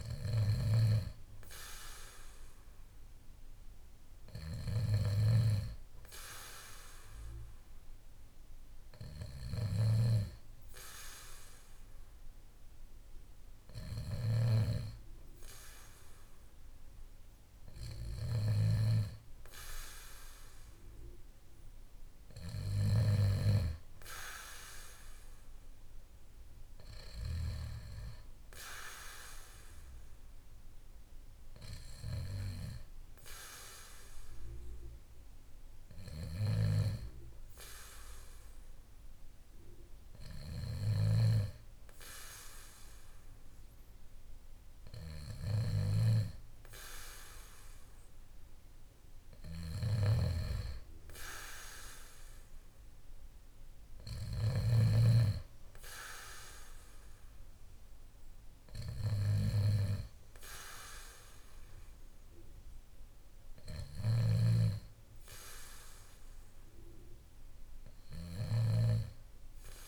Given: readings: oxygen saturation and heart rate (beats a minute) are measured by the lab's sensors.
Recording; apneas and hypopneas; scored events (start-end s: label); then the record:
breathing in sleep by a room microphone; none
13.50-23.00 s: snoring (device-marked)
45.00-54.50 s: snoring (device-marked)
63.50-68.50 s: snoring (device-marked)
From the record:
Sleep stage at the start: N2 (light sleep); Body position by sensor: on the back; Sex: male